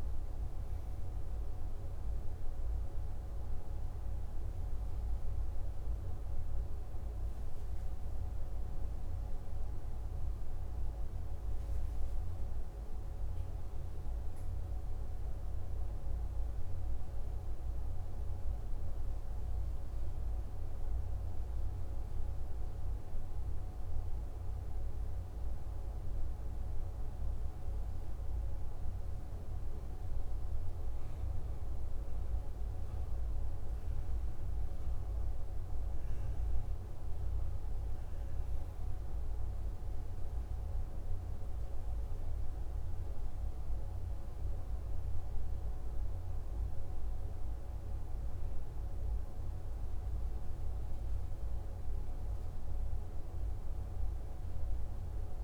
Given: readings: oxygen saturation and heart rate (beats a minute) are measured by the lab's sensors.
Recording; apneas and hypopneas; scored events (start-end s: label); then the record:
breathing in sleep, hard to hear, by a room microphone; 1
9.50-14.00 s: arousal
20.00-34.00 s: hypopnea (oxygen 98% before, 96% lowest, heart rate 61 before, 52 extreme, up 8 after)
35.50-39.50 s: arousal
From the record:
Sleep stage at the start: N2 (light sleep); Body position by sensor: on the back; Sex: male